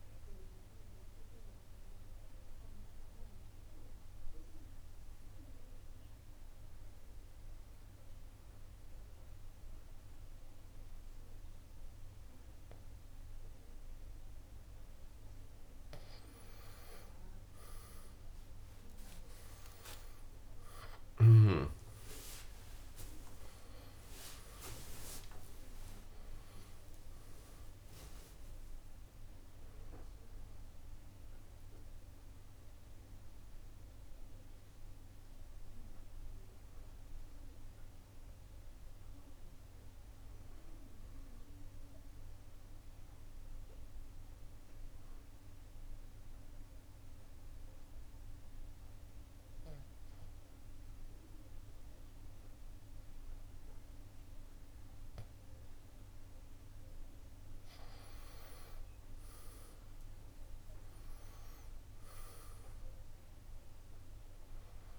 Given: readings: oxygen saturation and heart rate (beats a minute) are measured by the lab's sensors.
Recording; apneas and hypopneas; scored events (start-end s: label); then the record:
breathing in sleep by a room microphone; 2
0.00-1.00 s: oxygen desaturation (device-marked, oxygen 87% lowest, heart rate 66 extreme)
0.50-16.50 s: mixed apnea (oxygen 97% before, 84% lowest, heart rate 71 before, 66 extreme, up 9 after)
18.50-23.50 s: arousal
20.00-45.00 s: oxygen desaturation (device-marked, oxygen 96% before, 86% lowest, heart rate 69 before, 64 extreme)
22.00-35.00 s: drop in pulse transit time (device-marked, heart rate 69 before, 72 extreme)
46.00-58.50 s: mixed apnea (oxygen 97% before, 84% lowest, heart rate 75 before, 62 extreme, up 8 after)
60.00-63.50 s: arousal
60.00-64.99 s: oxygen desaturation (device-marked, oxygen 96% before, 84% lowest, heart rate 70 before, 62 extreme)
From the record:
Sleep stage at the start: N2 (light sleep); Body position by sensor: on the back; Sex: male